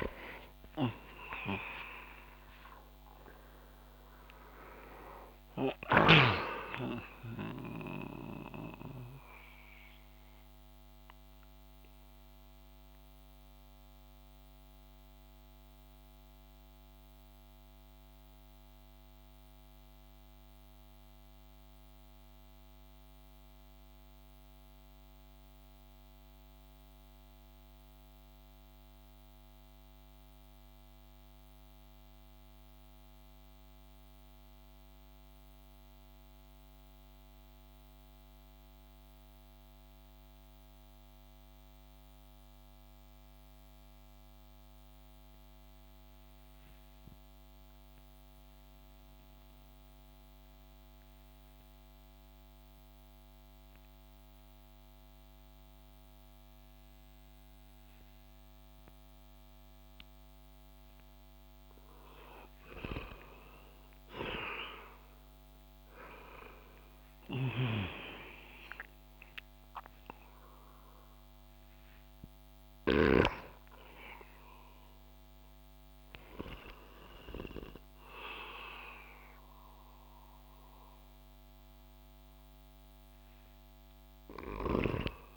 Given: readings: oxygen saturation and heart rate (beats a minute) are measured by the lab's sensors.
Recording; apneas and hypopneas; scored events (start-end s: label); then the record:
breathing in sleep by a microphone on the trachea; 1
0.00-1.50 s: arousal
10.50-61.50 s: mixed apnea (oxygen 99% before, 88% lowest)
42.50-83.50 s: oxygen desaturation (device-marked, oxygen 99% before, 90% lowest)
62.50-73.00 s: snoring (device-marked)
63.50-69.00 s: arousal
From the record:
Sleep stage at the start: N2 (light sleep); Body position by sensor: on the back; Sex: male